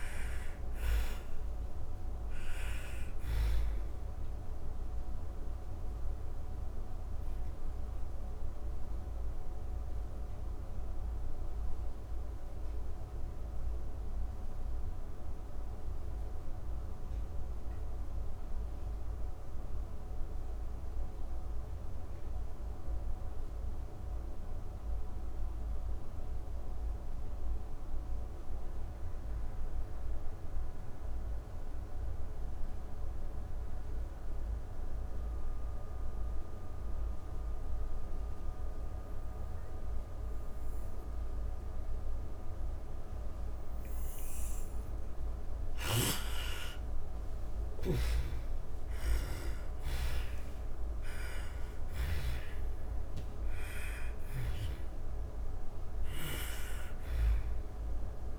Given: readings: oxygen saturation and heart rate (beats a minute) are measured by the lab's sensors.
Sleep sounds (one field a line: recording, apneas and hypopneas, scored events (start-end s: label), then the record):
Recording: breathing in sleep by a room microphone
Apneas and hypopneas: 1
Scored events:
0.00-22.00 s: oxygen desaturation (device-marked, oxygen 80% lowest)
3.50-43.00 s: obstructive apnea (oxygen 99% before, 76% lowest)
35.00-58.39 s: oxygen desaturation (device-marked, oxygen 99% before, 76% lowest)
44.50-49.00 s: snoring (device-marked)
44.50-49.50 s: arousal
From the record:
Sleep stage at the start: N2 (light sleep)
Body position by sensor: on the back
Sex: female